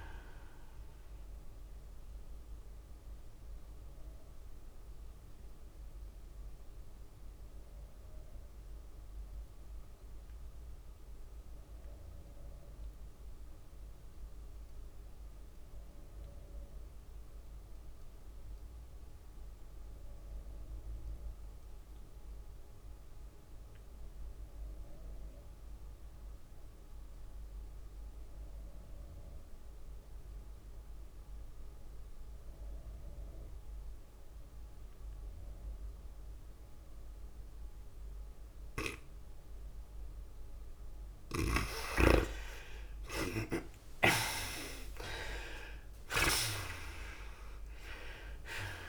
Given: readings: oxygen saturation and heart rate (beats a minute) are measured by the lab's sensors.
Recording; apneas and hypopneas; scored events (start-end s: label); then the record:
breathing in sleep by a room microphone; 1
0.00-10.00 s: drop in pulse transit time (device-marked, heart rate 113 extreme)
0.00-11.00 s: oxygen desaturation (device-marked, oxygen 53% lowest, heart rate 92 extreme)
0.00-27.00 s: tachycardia (device-marked, heart rate 140 extreme)
2.00-41.50 s: mixed apnea (oxygen 71% before, 53% lowest, heart rate 110 before, 94 extreme, up 28 after)
16.00-48.89 s: oxygen desaturation (device-marked, oxygen 98% before, 56% lowest, heart rate 118 before, 94 extreme)
43.00-46.50 s: arousal
43.00-48.89 s: tachycardia (device-marked, heart rate 103 before, 126 extreme)
46.00-48.89 s: drop in pulse transit time (device-marked, heart rate 98 before, 109 extreme)
47.00-48.89 s: long interval between heartbeats (device-marked, heart rate 98 before, 117 extreme)
From the record:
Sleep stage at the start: REM sleep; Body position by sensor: on the back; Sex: female